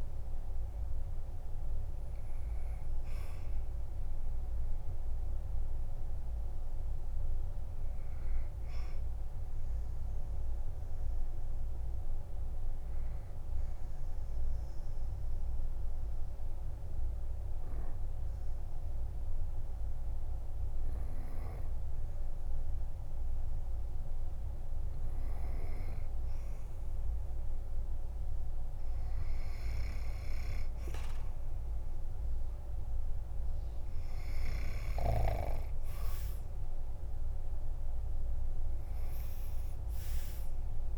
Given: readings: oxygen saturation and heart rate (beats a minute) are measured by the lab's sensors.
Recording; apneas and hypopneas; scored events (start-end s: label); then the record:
breathing in sleep, hard to hear, by a room microphone; 1
0.00-13.50 s: oxygen desaturation (device-marked, oxygen 93% lowest, heart rate 47 extreme)
10.50-27.50 s: obstructive apnea (oxygen 99% before, 92% lowest, heart rate 71 before, 47 extreme, up 4 after)
30.00-34.00 s: arousal
33.50-40.98 s: oxygen desaturation (device-marked, oxygen 99% before, 93% lowest, heart rate 49 before, 47 extreme)
From the record:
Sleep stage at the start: N2 (light sleep); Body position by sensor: on the back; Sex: male